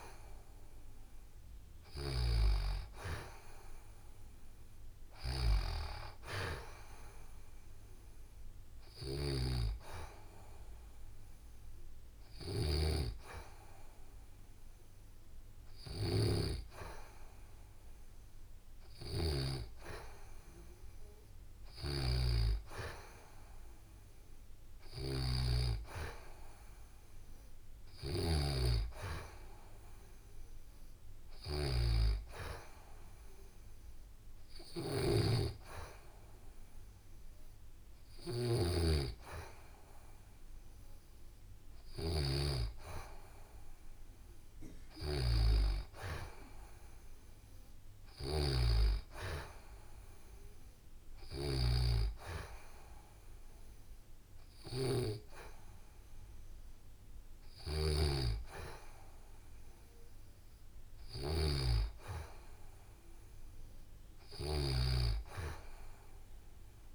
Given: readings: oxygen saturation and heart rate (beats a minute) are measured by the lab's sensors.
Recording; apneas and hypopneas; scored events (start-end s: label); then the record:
breathing in sleep by a room microphone; none
0.00-19.00 s: snoring (device-marked)
21.00-28.00 s: snoring (device-marked)
34.00-66.95 s: snoring (device-marked)
From the record:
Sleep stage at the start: N2 (light sleep); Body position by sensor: on the back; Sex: female